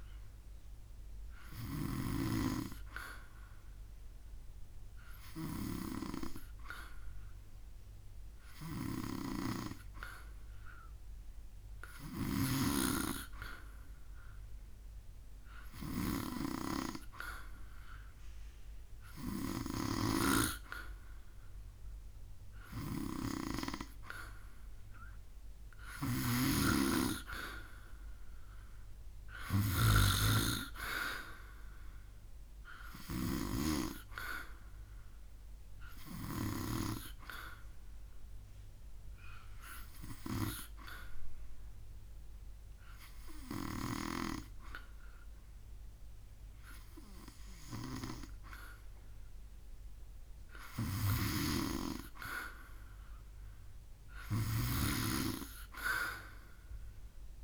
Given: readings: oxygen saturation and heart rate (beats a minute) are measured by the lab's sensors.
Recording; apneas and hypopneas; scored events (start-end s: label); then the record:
breathing in sleep by a room microphone; 1
0.00-1.50 s: snoring (device-marked)
19.50-33.00 s: snoring (device-marked)
28.50-32.50 s: arousal
38.50-48.50 s: hypopnea (oxygen 94% before, 91% lowest, heart rate 73 before, 71 extreme, up 1 after)
50.50-54.50 s: snoring (device-marked)
52.50-56.00 s: arousal
From the record:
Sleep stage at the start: N2 (light sleep); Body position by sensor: on the back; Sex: male